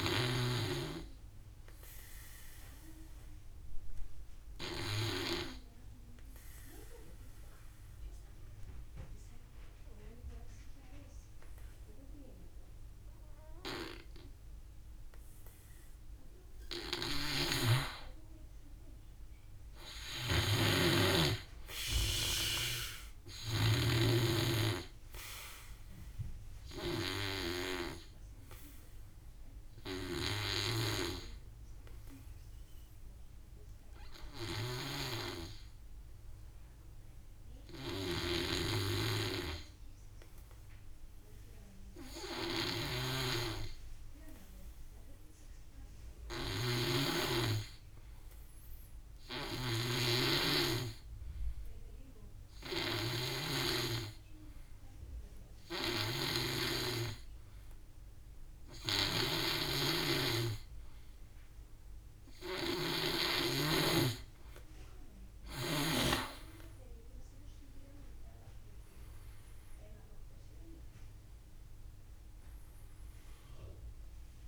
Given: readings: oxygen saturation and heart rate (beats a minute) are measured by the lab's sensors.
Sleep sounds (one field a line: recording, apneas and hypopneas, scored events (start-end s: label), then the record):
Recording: breathing in sleep by a room microphone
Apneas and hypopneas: 2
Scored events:
3.00-15.50 s: obstructive apnea (oxygen 97% before, 85% lowest, heart rate 57 before, 54 extreme, up 4 after)
16.50-23.50 s: snoring (device-marked)
17.50-40.50 s: oxygen desaturation (device-marked, oxygen 96% before, 85% lowest, heart rate 58 before, 53 extreme)
18.00-21.50 s: arousal
26.50-59.50 s: obstructive apnea (oxygen 96% before, 85% lowest, heart rate 60 before, 53 extreme, up 5 after)
42.50-63.50 s: snoring (device-marked)
49.50-62.50 s: oxygen desaturation (device-marked, oxygen 97% before, 88% lowest, heart rate 56 before, 60 extreme)
64.00-67.50 s: arousal
69.50-74.48 s: drop in pulse transit time (device-marked, heart rate 62 before, 64 extreme)
From the record:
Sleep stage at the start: N2 (light sleep)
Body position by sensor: on the back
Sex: male